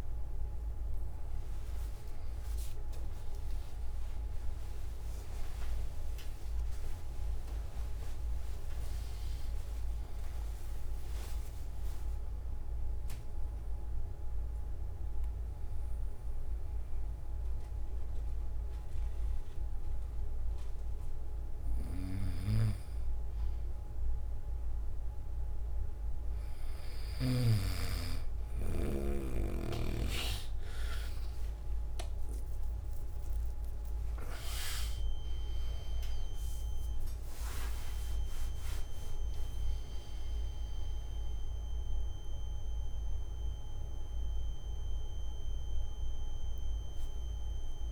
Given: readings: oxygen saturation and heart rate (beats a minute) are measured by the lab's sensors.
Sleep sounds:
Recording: breathing in sleep by a room microphone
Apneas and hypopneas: 1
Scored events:
11.50-22.50 s: obstructive apnea (oxygen 96% before, 92% lowest, heart rate 69 before, 61 extreme, up 1 after)
32.50-47.92 s: oxygen desaturation (device-marked, oxygen 98% before, 92% lowest, heart rate 64 before, 60 extreme)
From the record:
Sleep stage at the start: N2 (light sleep)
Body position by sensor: on the back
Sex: male

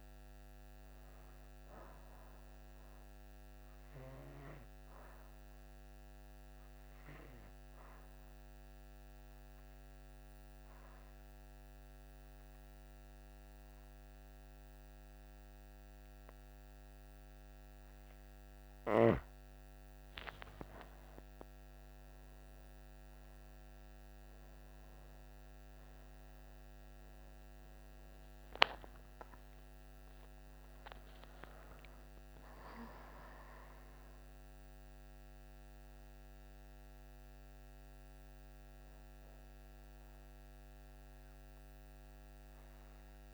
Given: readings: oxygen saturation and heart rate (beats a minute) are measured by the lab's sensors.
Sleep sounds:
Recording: breathing in sleep by a microphone on the trachea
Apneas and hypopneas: 1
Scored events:
4.00-19.00 s: obstructive apnea (oxygen 98% before, 89% lowest, heart rate 68 before, 63 extreme, up 7 after)
20.50-27.00 s: arousal
26.50-43.34 s: oxygen desaturation (device-marked, oxygen 97% before, 89% lowest, heart rate 67 before, 61 extreme)
From the record:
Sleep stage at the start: N2 (light sleep)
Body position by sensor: on the back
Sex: female

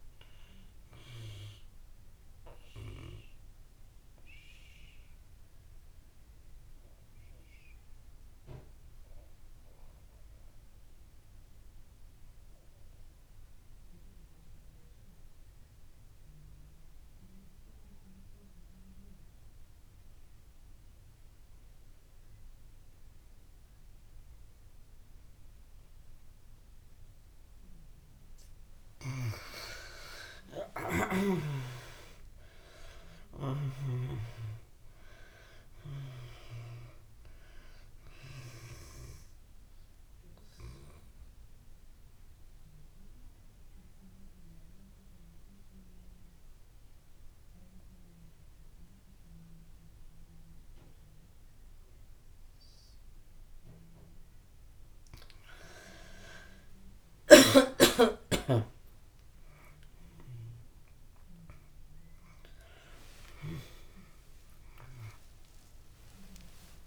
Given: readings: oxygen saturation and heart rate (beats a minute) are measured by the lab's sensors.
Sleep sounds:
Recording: breathing in sleep by a room microphone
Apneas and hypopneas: 2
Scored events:
0.00-19.50 s: oxygen desaturation (device-marked, oxygen 78% lowest)
2.50-27.50 s: obstructive apnea (oxygen 97% before, 74% lowest)
21.50-57.50 s: oxygen desaturation (device-marked, oxygen 97% before, 74% lowest)
30.50-35.00 s: arousal
40.50-54.00 s: obstructive apnea (oxygen 97% before, 74% lowest)
56.50-66.87 s: new sleep stage, awake
From the record:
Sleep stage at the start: N2 (light sleep)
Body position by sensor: on the back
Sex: female

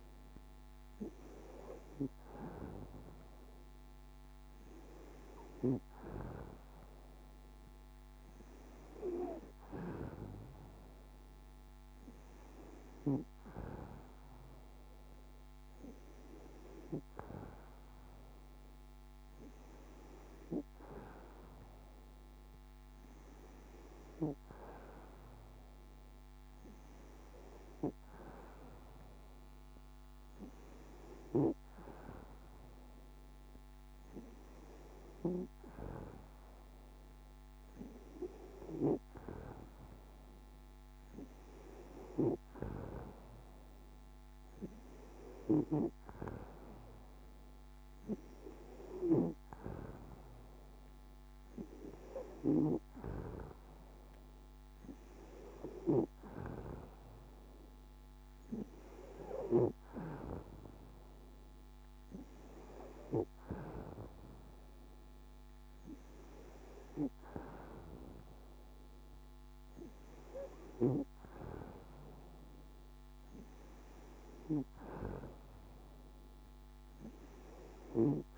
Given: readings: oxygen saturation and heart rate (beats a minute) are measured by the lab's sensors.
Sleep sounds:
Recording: breathing in sleep by a microphone on the trachea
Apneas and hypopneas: none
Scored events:
none scored
From the record:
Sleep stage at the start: N2 (light sleep)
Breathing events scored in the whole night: 25 in 6.3 hours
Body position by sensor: on the back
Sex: female

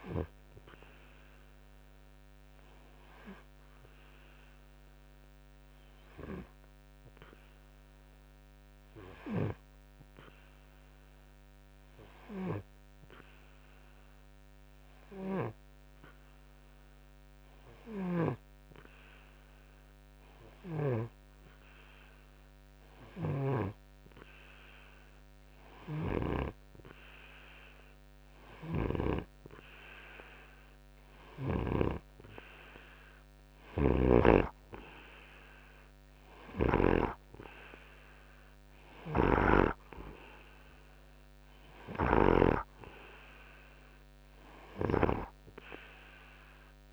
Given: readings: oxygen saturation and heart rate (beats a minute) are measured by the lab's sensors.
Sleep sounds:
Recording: breathing in sleep by a microphone on the trachea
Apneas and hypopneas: 1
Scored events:
3.00-31.00 s: hypopnea (oxygen 93% before, 90% lowest, heart rate 67 before, 60 extreme, up 4 after)
32.50-35.00 s: arousal
36.00-46.93 s: oxygen desaturation (device-marked, oxygen 96% before, 90% lowest, heart rate 64 before, 64 extreme)
From the record:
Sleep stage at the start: N2 (light sleep)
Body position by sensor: on the front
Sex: male

